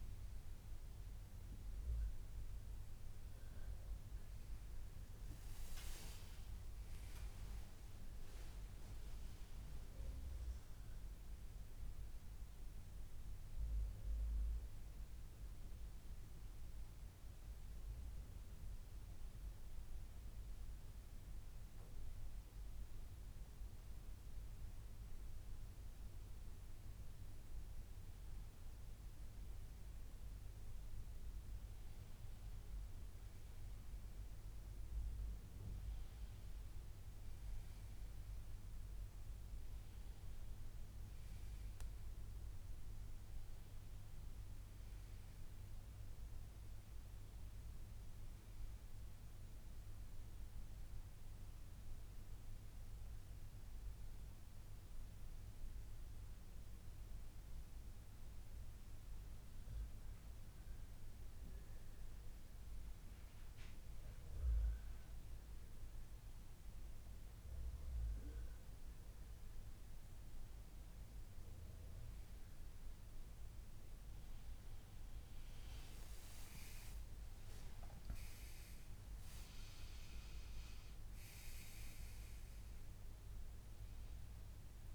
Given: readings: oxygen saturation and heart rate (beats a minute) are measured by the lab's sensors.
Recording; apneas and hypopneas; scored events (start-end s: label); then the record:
breathing in sleep, hard to hear, by a room microphone; 1
4.50-9.50 s: arousal
56.50-68.50 s: hypopnea (oxygen 98% before, 93% lowest, heart rate 143 before, 92 extreme, up 51 after)
57.50-84.95 s: new sleep stage, N2 (light sleep)
75.00-80.50 s: arousal
76.50-84.95 s: oxygen desaturation (device-marked, oxygen 97% before, 93% lowest, heart rate 118 before, 79 extreme)
From the record:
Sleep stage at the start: N1 (lightest sleep); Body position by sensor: on the back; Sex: male